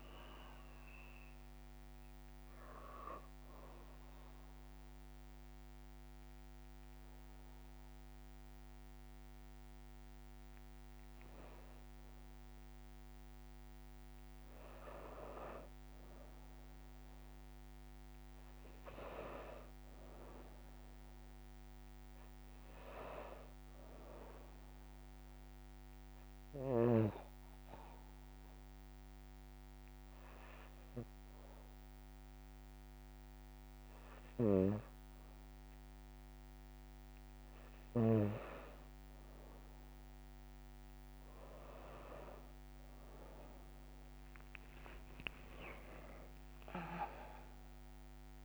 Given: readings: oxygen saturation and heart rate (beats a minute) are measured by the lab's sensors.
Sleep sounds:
breathing in sleep by a microphone on the trachea; 2
2.50-13.50 s: obstructive apnea (oxygen 98% before, 92% lowest, heart rate 62 before, 56 extreme, up 2 after)
19.00-22.00 s: arousal
24.00-33.00 s: oxygen desaturation (device-marked, oxygen 97% before, 94% lowest, heart rate 57 before, 57 extreme)
26.00-37.50 s: hypopnea (oxygen 98% before, 92% lowest, heart rate 57 before, 57 extreme, up 2 after)
42.50-46.50 s: arousal
47.00-48.45 s: oxygen desaturation (device-marked, oxygen 95% before, 92% lowest, heart rate 58 before, 55 extreme)
From the record:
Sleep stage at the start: N2 (light sleep); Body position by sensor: on the back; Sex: female

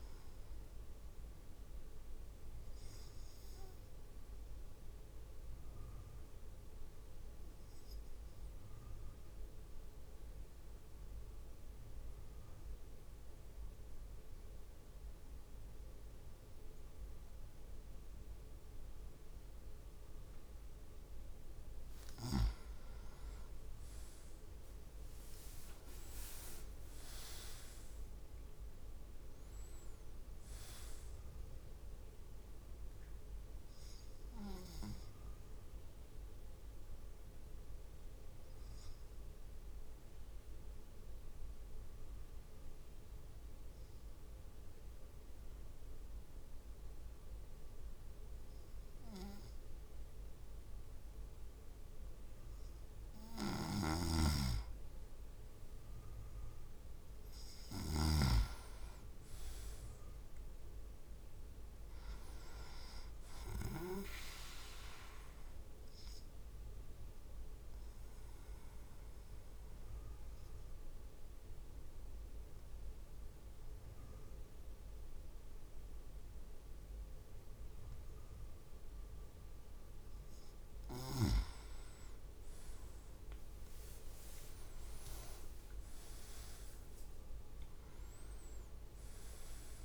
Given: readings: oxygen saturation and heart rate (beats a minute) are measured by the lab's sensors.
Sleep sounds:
breathing in sleep by a room microphone; 3
0.00-4.00 s: drop in pulse transit time (device-marked, heart rate 47 extreme)
2.50-20.50 s: obstructive apnea (oxygen 100% before, 96% lowest, heart rate 53 before, 47 extreme, up 11 after)
24.50-26.50 s: leg movement (device-marked)
25.00-29.00 s: arousal
25.00-37.00 s: drop in pulse transit time (device-marked, heart rate 51 before, 49 extreme)
32.00-51.50 s: obstructive apnea (oxygen 99% before, 96% lowest, heart rate 55 before, 48 extreme, up 5 after)
53.00-58.00 s: snoring (device-marked)
55.00-57.50 s: arousal
65.00-78.50 s: obstructive apnea (oxygen 99% before, 96% lowest, heart rate 54 before, 49 extreme, up 9 after)
82.00-89.85 s: drop in pulse transit time (device-marked, heart rate 55 before, 56 extreme)
82.50-87.00 s: leg movement (device-marked)
84.00-87.50 s: arousal
From the record:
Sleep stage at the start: N2 (light sleep); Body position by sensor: on the right side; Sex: male

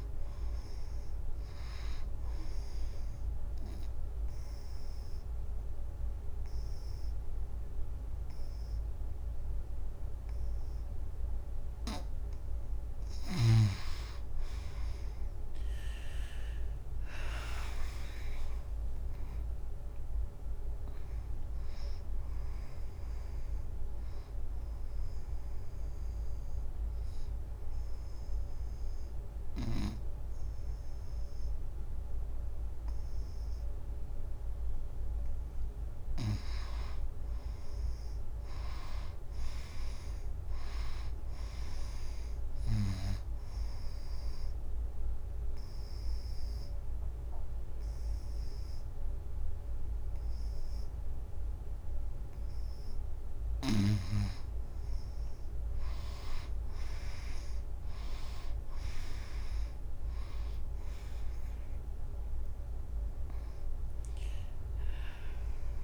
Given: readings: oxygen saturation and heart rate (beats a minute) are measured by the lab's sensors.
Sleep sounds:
breathing in sleep by a room microphone; 3
2.50-13.50 s: obstructive apnea (oxygen 98% before, 87% lowest, heart rate 88 before, 73 extreme, up 9 after)
2.50-42.50 s: oxygen desaturation (device-marked, oxygen 98% before, 87% lowest, heart rate 88 before, 73 extreme)
16.00-20.00 s: arousal
25.50-35.50 s: obstructive apnea (oxygen 98% before, 86% lowest, heart rate 86 before, 78 extreme, up 8 after)
37.50-40.50 s: arousal
44.00-54.00 s: obstructive apnea (oxygen 96% before, 86% lowest, heart rate 89 before, 78 extreme, up 5 after)
44.50-55.50 s: oxygen desaturation (device-marked, oxygen 98% before, 88% lowest, heart rate 88 before, 78 extreme)
58.00-61.50 s: arousal
62.50-65.84 s: oxygen desaturation (device-marked, oxygen 96% before, 87% lowest, heart rate 87 before, 78 extreme)
From the record:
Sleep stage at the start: N2 (light sleep); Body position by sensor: on the right side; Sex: female

